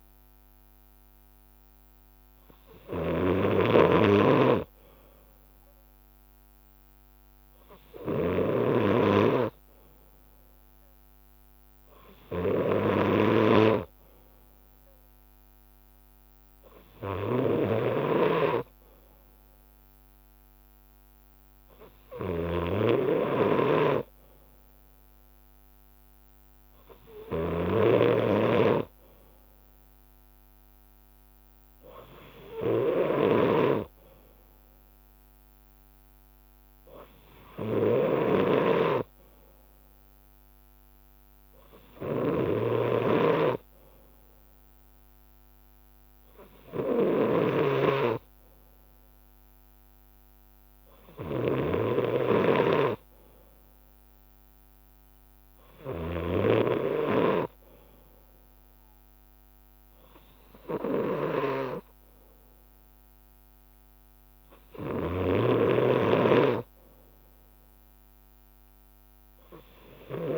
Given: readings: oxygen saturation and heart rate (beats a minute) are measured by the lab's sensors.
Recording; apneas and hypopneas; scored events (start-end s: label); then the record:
breathing in sleep by a microphone on the trachea; none
0.00-4.00 s: snoring (device-marked)
0.00-4.50 s: leg movement (device-marked)
0.00-20.50 s: bradycardia (device-marked, heart rate 58 extreme)
5.50-11.50 s: leg movement (device-marked)
12.50-19.00 s: leg movement (device-marked)
20.50-26.50 s: leg movement (device-marked)
25.50-59.50 s: bradycardia (device-marked, heart rate 59 before, 58 extreme)
28.00-36.00 s: leg movement (device-marked)
38.00-52.50 s: snoring (device-marked)
38.50-48.00 s: leg movement (device-marked)
40.50-60.50 s: drop in pulse transit time (device-marked, heart rate 59 before, 58 extreme)
59.50-64.50 s: leg movement (device-marked)
60.50-62.50 s: bradycardia (device-marked, heart rate 59 before, 59 extreme)
66.00-70.38 s: snoring (device-marked)
From the record:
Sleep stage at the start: N2 (light sleep); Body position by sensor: on the left side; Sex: male